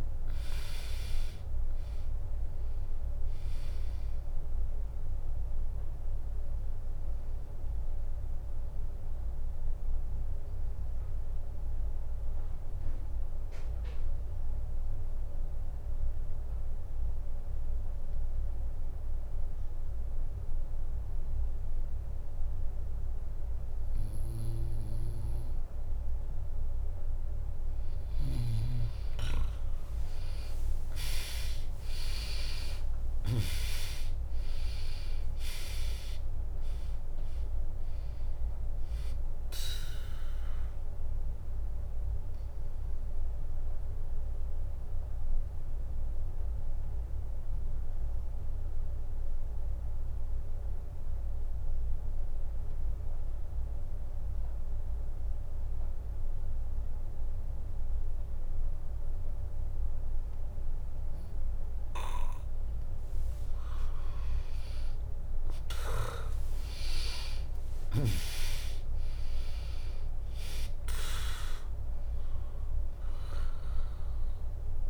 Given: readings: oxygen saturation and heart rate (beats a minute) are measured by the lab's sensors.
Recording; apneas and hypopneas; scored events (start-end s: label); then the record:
breathing in sleep by a room microphone; 2
0.00-8.00 s: drop in pulse transit time (device-marked, heart rate 62 extreme)
0.00-25.00 s: oxygen desaturation (device-marked, oxygen 94% lowest, heart rate 62 extreme)
5.50-24.00 s: obstructive apnea (oxygen 99% before, 94% lowest, heart rate 65 before, 62 extreme, up 0 after)
28.50-33.00 s: arousal
31.00-43.00 s: drop in pulse transit time (device-marked, heart rate 65 before, 62 extreme)
34.00-41.00 s: oxygen desaturation (device-marked, oxygen 100% before, 97% lowest, heart rate 65 before, 59 extreme)
41.00-61.00 s: obstructive apnea (oxygen 100% before, 95% lowest, heart rate 65 before, 59 extreme)
63.50-67.50 s: arousal
65.00-74.90 s: drop in pulse transit time (device-marked, heart rate 70 before, 60 extreme)
From the record:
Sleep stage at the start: N2 (light sleep); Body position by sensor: on the back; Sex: female